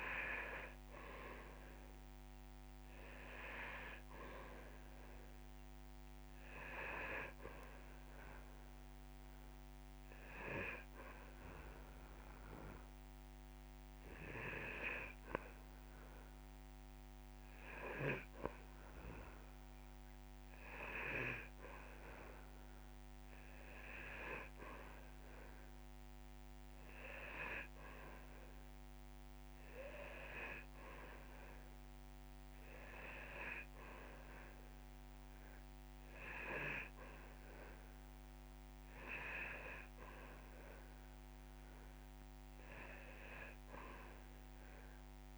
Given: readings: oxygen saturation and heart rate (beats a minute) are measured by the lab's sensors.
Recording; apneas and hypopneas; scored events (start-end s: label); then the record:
breathing in sleep by a microphone on the trachea; 1
1.00-4.50 s: arousal
6.50-25.50 s: oxygen desaturation (device-marked, oxygen 96% before, 92% lowest)
10.50-21.00 s: hypopnea (oxygen 96% before, 92% lowest)
22.00-25.50 s: arousal
42.50-45.38 s: drop in pulse transit time (device-marked)
From the record:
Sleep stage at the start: N2 (light sleep); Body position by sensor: on the back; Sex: male